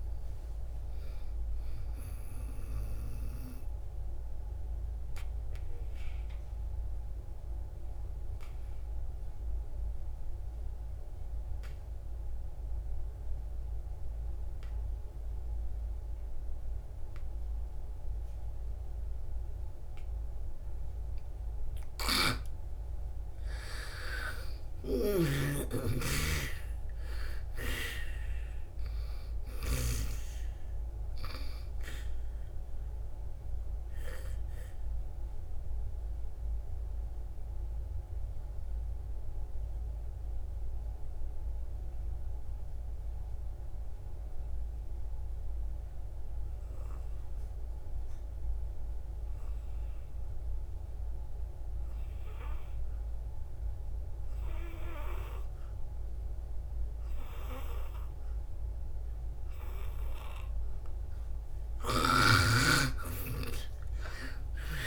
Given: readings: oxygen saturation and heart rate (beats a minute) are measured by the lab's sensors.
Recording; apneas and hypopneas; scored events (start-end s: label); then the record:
breathing in sleep by a room microphone; 2
0.00-25.00 s: oxygen desaturation (device-marked, oxygen 87% lowest, heart rate 54 extreme)
4.50-22.50 s: obstructive apnea (oxygen 98% before, 86% lowest, heart rate 71 before, 54 extreme, up 12 after)
24.00-27.50 s: arousal
25.00-30.50 s: snoring (device-marked)
27.00-55.00 s: oxygen desaturation (device-marked, oxygen 98% before, 86% lowest, heart rate 61 before, 54 extreme)
33.50-60.50 s: obstructive apnea (oxygen 98% before, 85% lowest, heart rate 64 before, 54 extreme, up 20 after)
From the record:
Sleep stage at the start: N2 (light sleep); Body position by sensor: on the back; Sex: female